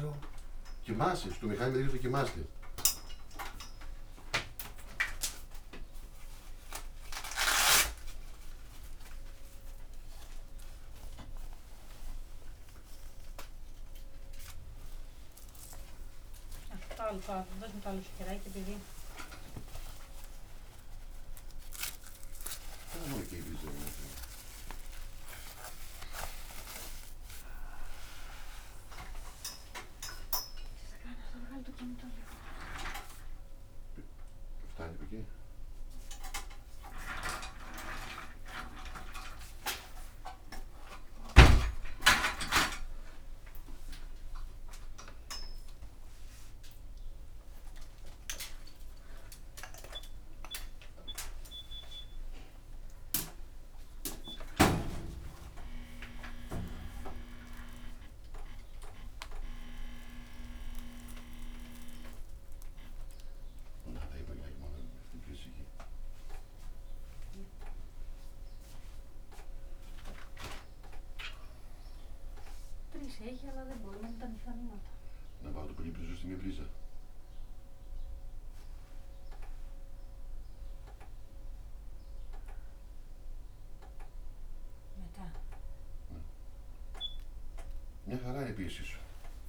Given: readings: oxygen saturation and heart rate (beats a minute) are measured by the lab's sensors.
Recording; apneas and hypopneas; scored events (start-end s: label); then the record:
a person partly awake in a sleep study, by a room microphone; none
2.50-32.50 s: new sleep stage, awake
32.50-89.49 s: new sleep stage, N1 (lightest sleep)
From the record:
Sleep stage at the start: N1 (lightest sleep); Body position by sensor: on the back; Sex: male